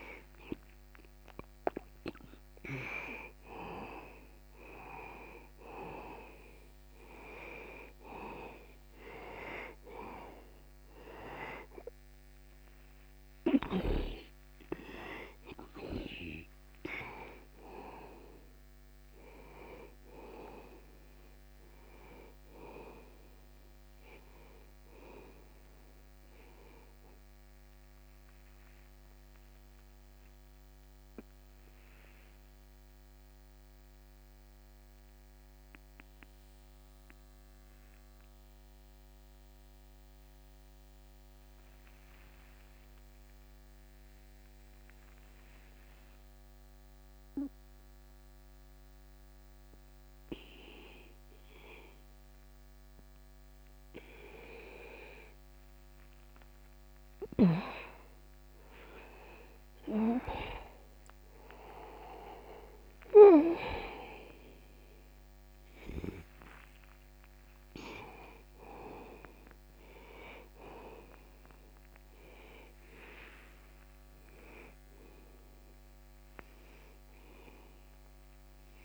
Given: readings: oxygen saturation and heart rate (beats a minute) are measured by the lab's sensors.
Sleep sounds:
breathing in sleep by a microphone on the trachea; 1
0.00-4.00 s: arousal
0.00-42.00 s: oxygen desaturation (device-marked, oxygen 81% lowest, heart rate 27 extreme)
29.00-55.50 s: obstructive apnea (oxygen 95% before, 82% lowest, heart rate 65 before, 27 extreme, up 32 after)
57.50-62.50 s: arousal
60.00-78.85 s: oxygen desaturation (device-marked, oxygen 97% before, 88% lowest, heart rate 48 before, 62 extreme)
From the record:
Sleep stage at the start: N2 (light sleep); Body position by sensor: on the back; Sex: male

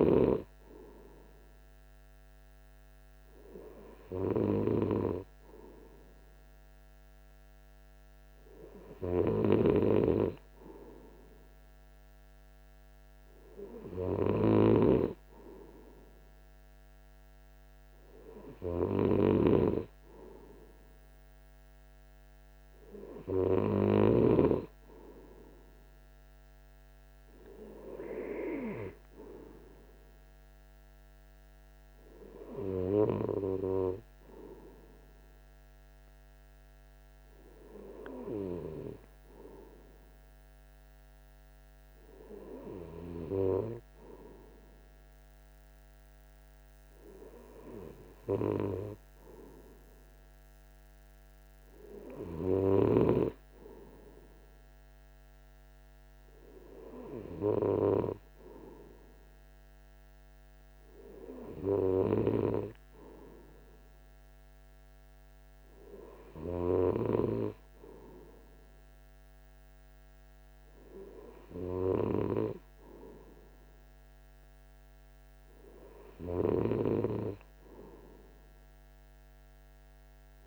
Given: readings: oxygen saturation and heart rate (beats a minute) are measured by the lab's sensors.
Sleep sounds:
breathing in sleep by a microphone on the trachea; none
none scored
From the record:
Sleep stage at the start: N2 (light sleep); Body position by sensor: on the right side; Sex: male

